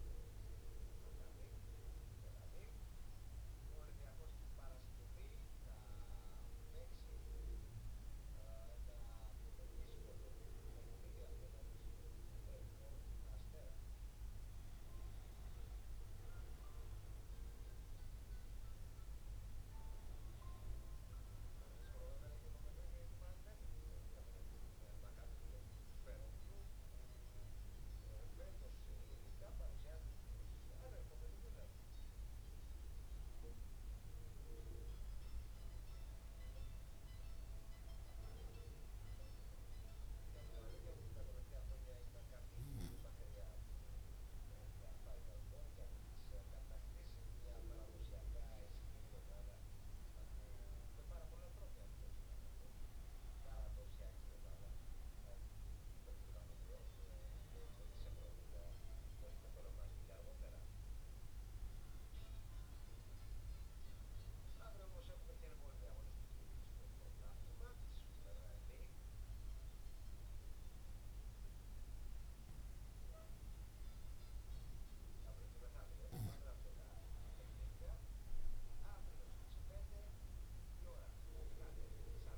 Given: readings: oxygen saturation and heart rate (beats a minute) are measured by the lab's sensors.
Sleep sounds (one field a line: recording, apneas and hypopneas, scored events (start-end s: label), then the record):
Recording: breathing in sleep by a room microphone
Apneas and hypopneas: 3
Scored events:
4.00-15.00 s: hypopnea (oxygen 96% before, 95% lowest, heart rate 67 before, 65 extreme, up 0 after)
19.50-23.50 s: arousal
31.00-43.50 s: hypopnea (oxygen 97% before, 95% lowest, heart rate 66 before, 65 extreme, up 0 after)
47.00-52.00 s: arousal
64.00-76.00 s: obstructive apnea (oxygen 97% before, 95% lowest, heart rate 66 before, 64 extreme, up 0 after)
79.00-82.38 s: arousal
From the record:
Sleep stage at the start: N2 (light sleep)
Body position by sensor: on the back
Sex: male